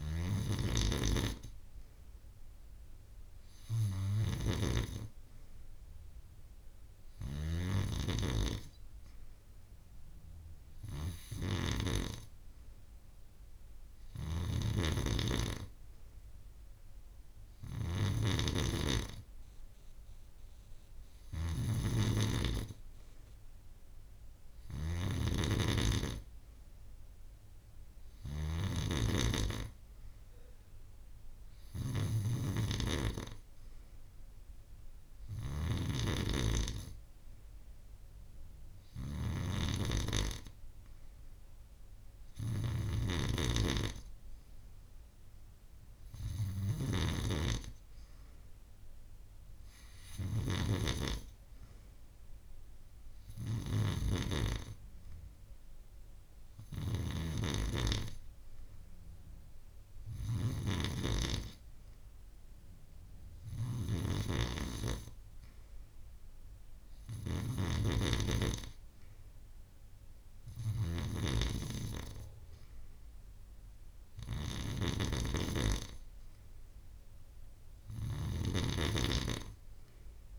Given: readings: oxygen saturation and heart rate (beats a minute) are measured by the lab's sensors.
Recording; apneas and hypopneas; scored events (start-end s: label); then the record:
breathing in sleep by a room microphone; none
none scored
From the record:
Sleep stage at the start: N3 (deep sleep); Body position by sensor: on the back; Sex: female